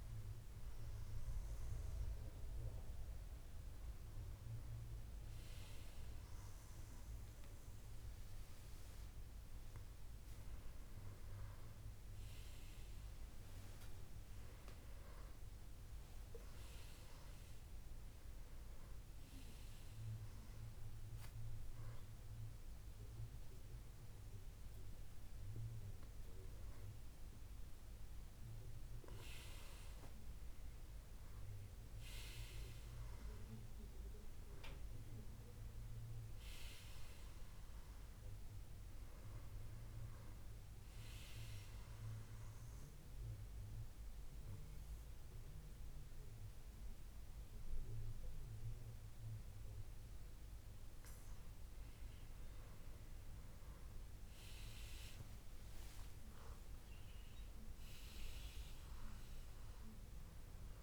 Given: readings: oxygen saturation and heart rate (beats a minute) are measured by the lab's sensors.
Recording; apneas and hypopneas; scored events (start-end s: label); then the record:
breathing in sleep by a room microphone; 1
12.00-14.00 s: long interval between heartbeats (device-marked, heart rate 75 before, 72 extreme)
34.50-38.00 s: arousal
41.00-52.50 s: obstructive apnea (oxygen 96% before, 94% lowest, heart rate 79 before, 68 extreme, up 14 after)
56.00-60.00 s: arousal
From the record:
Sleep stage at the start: N2 (light sleep); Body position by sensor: on the back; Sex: male